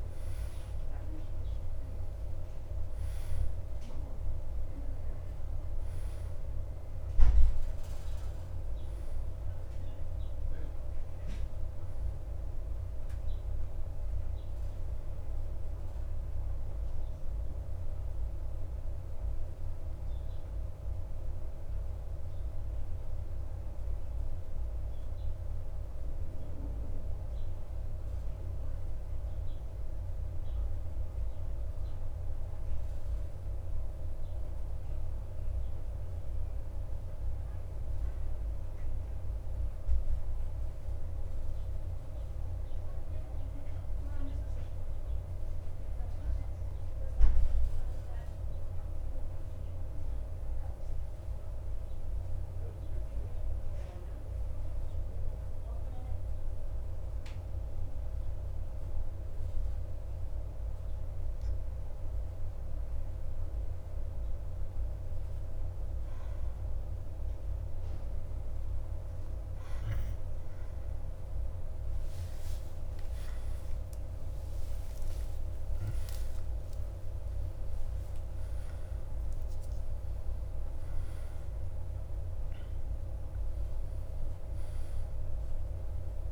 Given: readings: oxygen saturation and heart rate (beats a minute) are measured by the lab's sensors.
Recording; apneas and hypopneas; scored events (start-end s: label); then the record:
breathing in sleep, hard to hear, by a room microphone; 1
0.00-1.50 s: oxygen desaturation (device-marked, oxygen 91% lowest, heart rate 51 extreme)
1.50-86.32 s: new sleep stage, REM sleep
3.50-42.50 s: oxygen desaturation (device-marked, oxygen 97% before, 88% lowest, heart rate 57 before, 52 extreme)
22.50-59.50 s: central apnea (oxygen 97% before, 88% lowest, heart rate 57 before, 52 extreme, up 2 after)
71.50-77.50 s: arousal
From the record:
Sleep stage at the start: N2 (light sleep); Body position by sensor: on the back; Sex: male